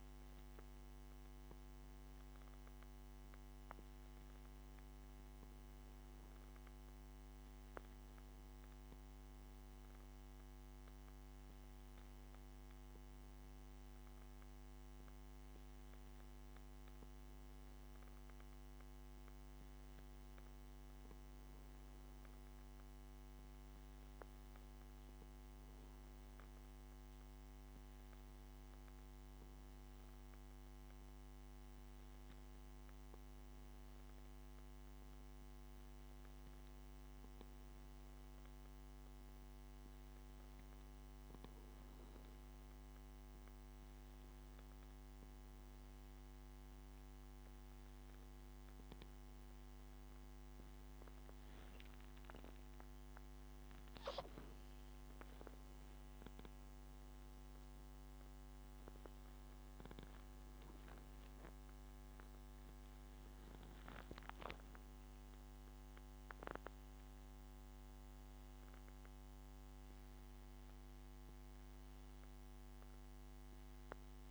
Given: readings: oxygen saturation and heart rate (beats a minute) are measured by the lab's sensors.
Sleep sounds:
breathing in sleep, hard to hear, by a microphone on the trachea; none
53.50-58.00 s: arousal
From the record:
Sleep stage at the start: N1 (lightest sleep); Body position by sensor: on the back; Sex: male

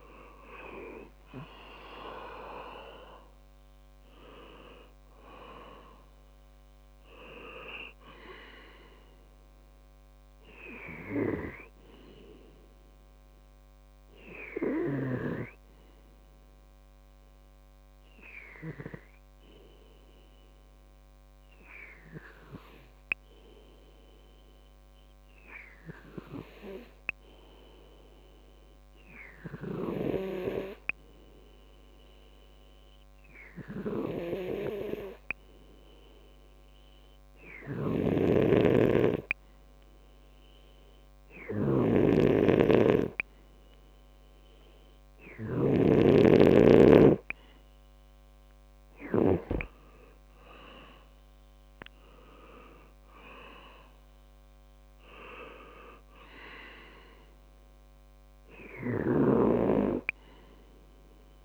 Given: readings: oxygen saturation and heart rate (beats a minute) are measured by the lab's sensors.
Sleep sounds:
breathing in sleep by a microphone on the trachea; 1
0.00-24.00 s: oxygen desaturation (device-marked, oxygen 92% lowest, heart rate 60 extreme)
20.50-38.50 s: hypopnea (oxygen 96% before, 93% lowest, heart rate 69 before, 62 extreme, up 1 after)
38.00-46.00 s: snoring (device-marked)
42.00-44.50 s: arousal
46.00-61.45 s: oxygen desaturation (device-marked, oxygen 99% before, 94% lowest, heart rate 64 before, 61 extreme)
From the record:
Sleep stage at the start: N2 (light sleep); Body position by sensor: on the back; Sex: male

